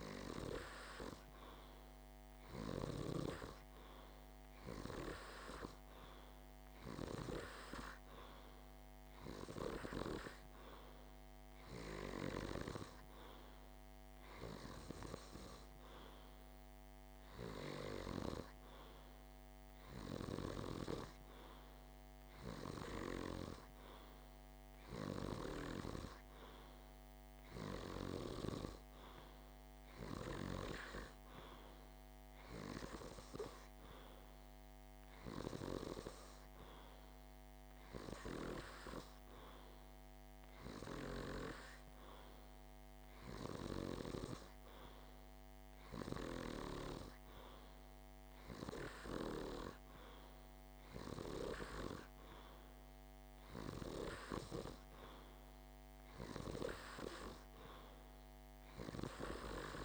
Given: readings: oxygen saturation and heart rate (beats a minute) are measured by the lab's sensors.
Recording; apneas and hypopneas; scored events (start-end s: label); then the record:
breathing in sleep by a microphone on the trachea; none
none scored
From the record:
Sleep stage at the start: N2 (light sleep); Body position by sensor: on the back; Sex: male